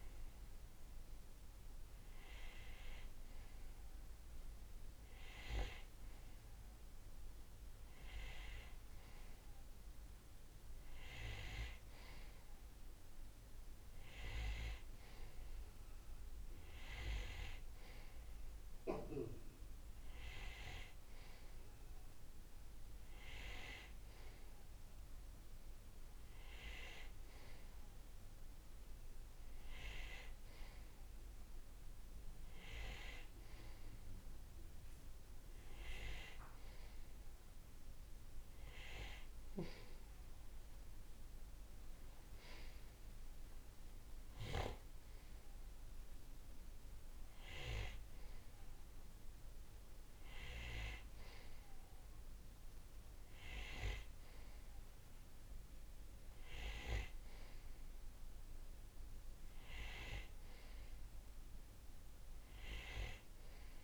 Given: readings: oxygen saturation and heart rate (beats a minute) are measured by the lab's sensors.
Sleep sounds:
breathing in sleep by a room microphone; none
none scored
From the record:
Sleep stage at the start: N2 (light sleep); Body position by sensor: on the right side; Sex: male

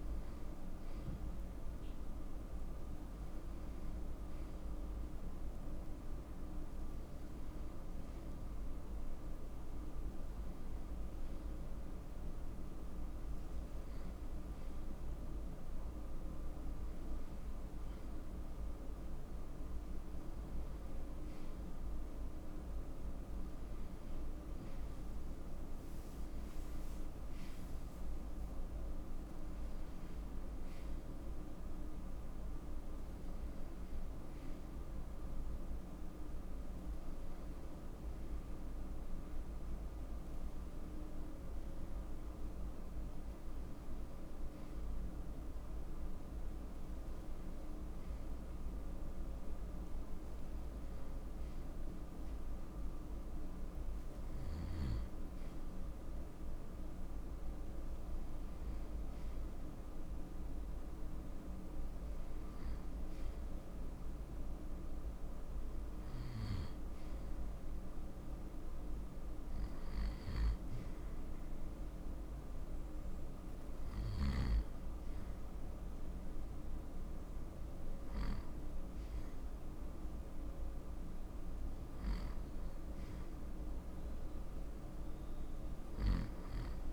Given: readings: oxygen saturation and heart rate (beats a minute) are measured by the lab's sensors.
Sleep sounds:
breathing in sleep, hard to hear, by a room microphone; none
none scored
From the record:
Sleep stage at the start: N1 (lightest sleep); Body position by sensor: on the right side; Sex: male

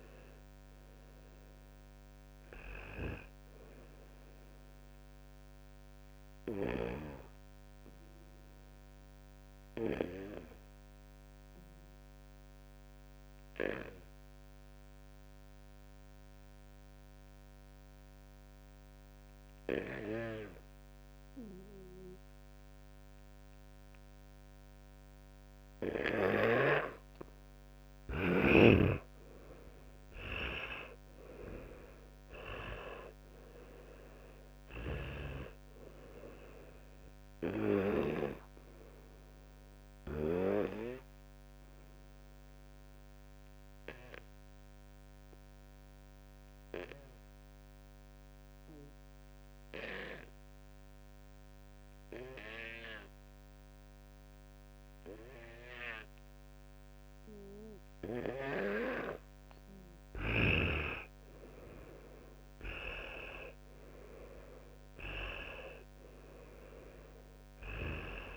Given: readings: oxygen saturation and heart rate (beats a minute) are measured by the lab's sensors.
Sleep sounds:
breathing in sleep by a microphone on the trachea; 2
3.50-27.00 s: obstructive apnea (oxygen 99% before, 90% lowest, heart rate 75 before, 56 extreme, up 49 after)
5.00-28.00 s: oxygen desaturation (device-marked, oxygen 99% before, 92% lowest, heart rate 74 before, 56 extreme)
29.00-32.50 s: arousal
34.00-63.00 s: oxygen desaturation (device-marked, oxygen 99% before, 90% lowest, heart rate 73 before, 52 extreme)
38.50-59.50 s: obstructive apnea (oxygen 99% before, 90% lowest, heart rate 77 before, 52 extreme)
62.00-67.00 s: arousal
From the record:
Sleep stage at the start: N2 (light sleep); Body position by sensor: on the back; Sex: male

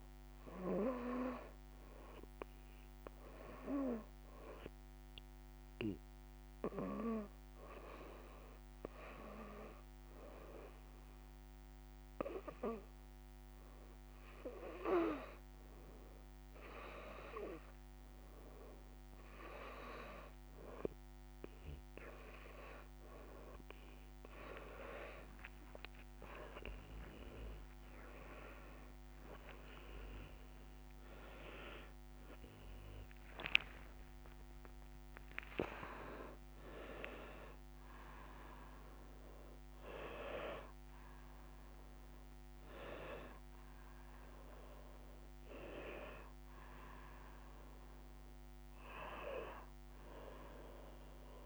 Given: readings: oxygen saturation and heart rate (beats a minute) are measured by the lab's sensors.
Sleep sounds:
breathing in sleep by a microphone on the trachea; 1
1.50-3.50 s: long interval between heartbeats (device-marked)
4.50-15.50 s: hypopnea (oxygen 92% before, 88% lowest)
32.00-36.00 s: arousal
From the record:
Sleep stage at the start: N2 (light sleep); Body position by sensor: on the back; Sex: female

